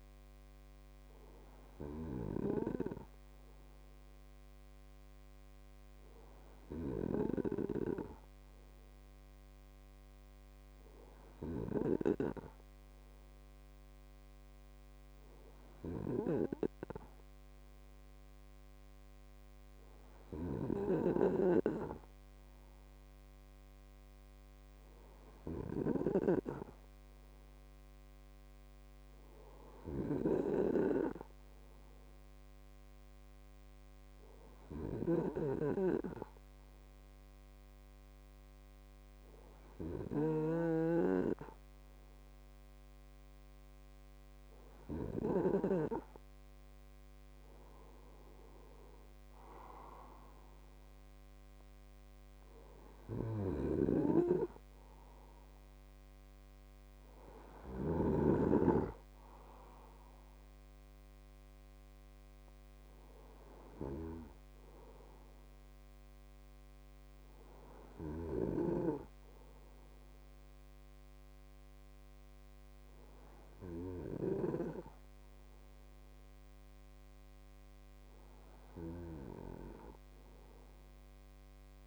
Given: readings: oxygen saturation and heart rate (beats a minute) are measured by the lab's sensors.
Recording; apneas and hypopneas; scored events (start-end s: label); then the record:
breathing in sleep by a microphone on the trachea; none
none scored
From the record:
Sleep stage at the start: N2 (light sleep); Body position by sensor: on the right side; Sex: male